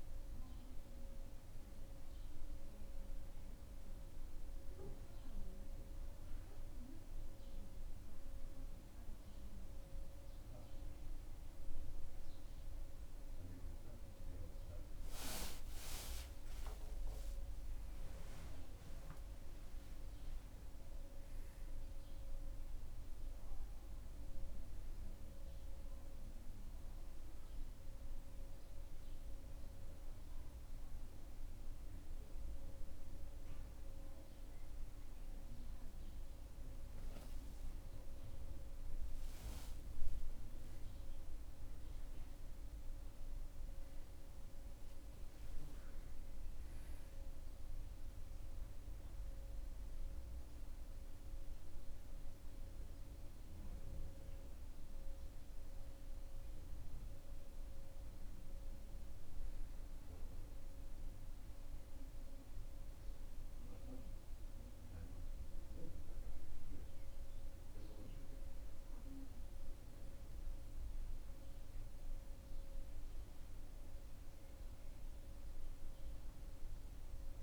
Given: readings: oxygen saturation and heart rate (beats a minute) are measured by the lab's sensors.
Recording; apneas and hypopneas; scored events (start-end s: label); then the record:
a person awake in a sleep study, hard to hear, by a room microphone; none
8.50-68.50 s: new sleep stage, awake
68.50-77.43 s: new sleep stage, N2 (light sleep)
From the record:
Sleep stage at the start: N2 (light sleep); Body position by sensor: on the back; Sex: male